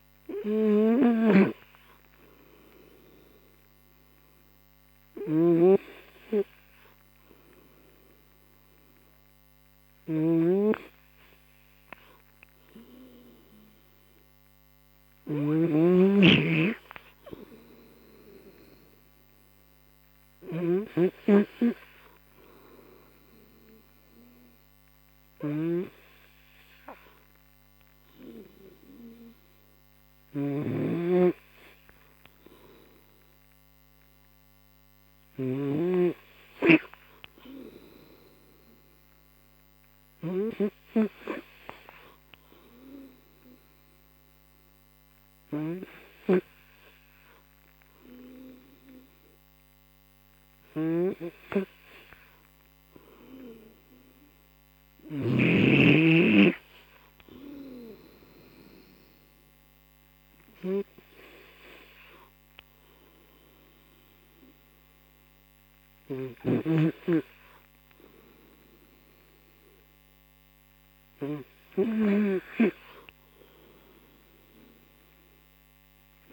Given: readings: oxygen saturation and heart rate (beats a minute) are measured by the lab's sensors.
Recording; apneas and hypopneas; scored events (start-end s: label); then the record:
breathing in sleep by a microphone on the trachea; none
0.00-11.00 s: oxygen desaturation (device-marked, oxygen 89% lowest, heart rate 38 extreme)
1.00-21.00 s: snoring (device-marked)
30.50-36.00 s: snoring (device-marked)
39.00-43.00 s: tachycardia (device-marked, heart rate 55 before, 105 extreme)
From the record:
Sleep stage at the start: N3 (deep sleep); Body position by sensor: on the right side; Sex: male